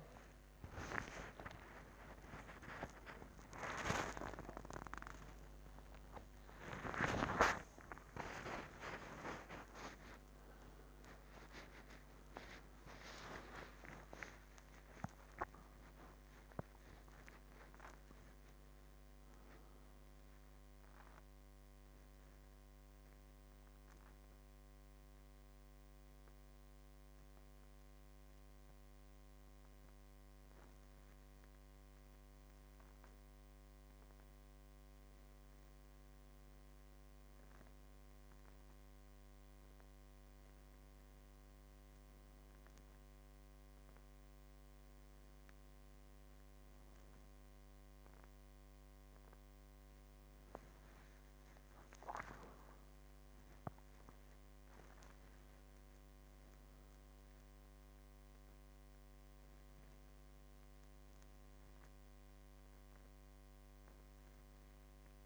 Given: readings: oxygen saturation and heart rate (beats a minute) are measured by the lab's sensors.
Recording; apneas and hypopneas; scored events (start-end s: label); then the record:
a person awake in a sleep study, by a microphone on the trachea; none
17.00-27.00 s: oxygen desaturation (device-marked, oxygen 98% before, 93% lowest, heart rate 102 before, 52 extreme)
43.00-54.00 s: oxygen desaturation (device-marked, oxygen 98% before, 93% lowest, heart rate 56 before, 51 extreme)
From the record:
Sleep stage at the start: awake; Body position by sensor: on the back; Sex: male